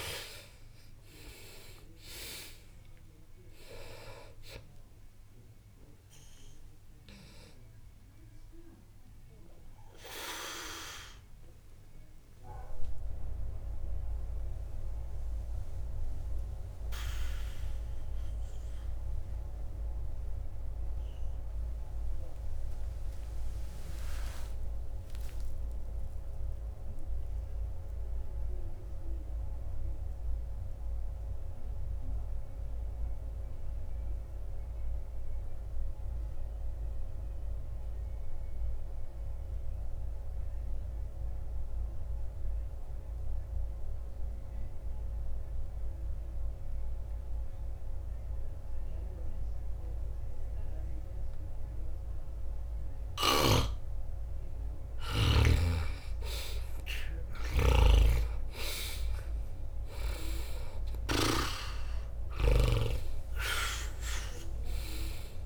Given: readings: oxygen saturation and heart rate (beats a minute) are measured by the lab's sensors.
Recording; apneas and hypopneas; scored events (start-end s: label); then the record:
breathing in sleep by a room microphone; 1
0.00-33.00 s: oxygen desaturation (device-marked, oxygen 75% lowest, heart rate 60 extreme)
8.50-54.00 s: obstructive apnea (oxygen 96% before, 71% lowest, heart rate 70 before, 60 extreme, up 0 after)
53.00-65.46 s: oxygen desaturation (device-marked, oxygen 98% before, 71% lowest, heart rate 60 before, 60 extreme)
57.50-63.00 s: snoring (device-marked)
58.50-63.50 s: arousal
From the record:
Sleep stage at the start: N2 (light sleep); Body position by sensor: on the back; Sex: male